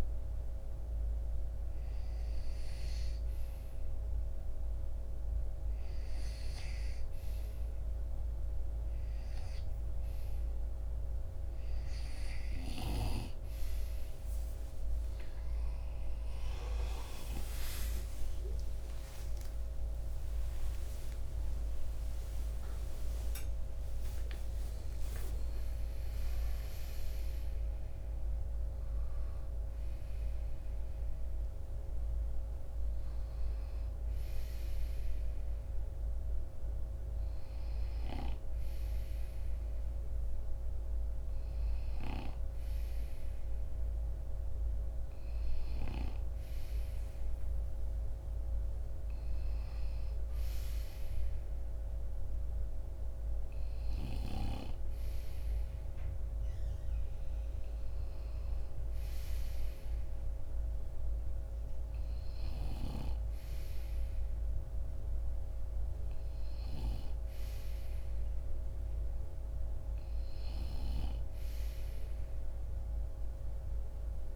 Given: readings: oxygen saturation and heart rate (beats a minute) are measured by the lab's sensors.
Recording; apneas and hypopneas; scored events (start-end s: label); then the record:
breathing in sleep by a room microphone; none
15.00-45.00 s: new sleep stage, N1 (lightest sleep)
18.50-25.00 s: arousal
45.00-74.36 s: new sleep stage, N2 (light sleep)
From the record:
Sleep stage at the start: N2 (light sleep); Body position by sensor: on the right side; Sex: male